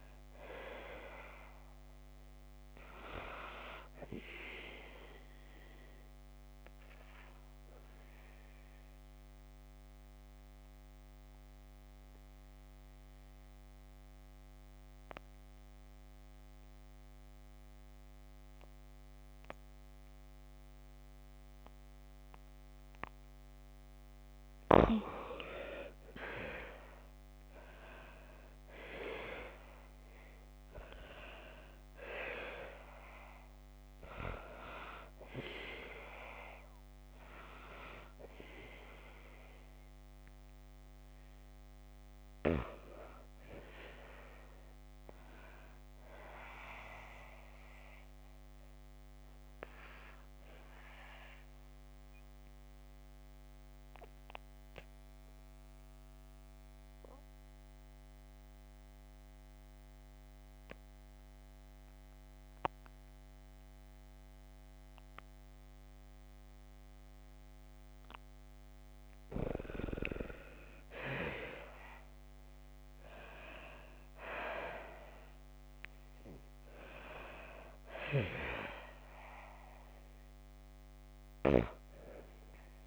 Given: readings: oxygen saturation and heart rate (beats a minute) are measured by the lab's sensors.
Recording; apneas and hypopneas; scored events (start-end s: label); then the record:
breathing in sleep by a microphone on the trachea; 2
0.00-12.00 s: oxygen desaturation (device-marked, oxygen 88% lowest, heart rate 53 extreme)
7.00-22.50 s: obstructive apnea (oxygen 97% before, 89% lowest, heart rate 55 before, 54 extreme, up 12 after)
25.00-28.00 s: arousal
31.00-51.00 s: oxygen desaturation (device-marked, oxygen 97% before, 91% lowest, heart rate 57 before, 53 extreme)
50.00-67.50 s: obstructive apnea (oxygen 97% before, 90% lowest, heart rate 61 before, 53 extreme, up 4 after)
70.00-82.00 s: oxygen desaturation (device-marked, oxygen 95% before, 90% lowest, heart rate 54 before, 54 extreme)
70.50-73.00 s: arousal
From the record:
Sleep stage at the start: N2 (light sleep); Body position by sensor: on the back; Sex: female